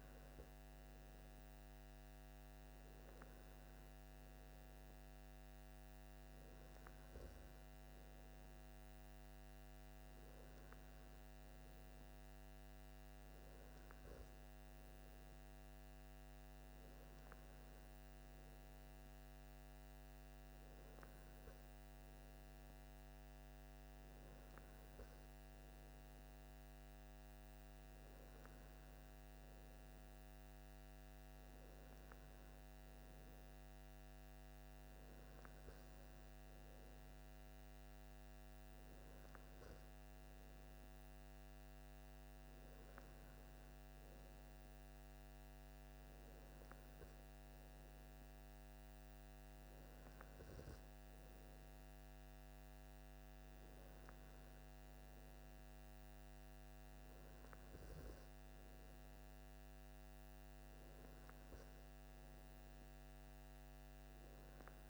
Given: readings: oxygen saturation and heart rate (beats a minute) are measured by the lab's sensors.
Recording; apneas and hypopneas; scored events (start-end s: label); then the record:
breathing in sleep, hard to hear, by a microphone on the trachea; none
none scored
From the record:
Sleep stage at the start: N3 (deep sleep); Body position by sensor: on the left side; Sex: male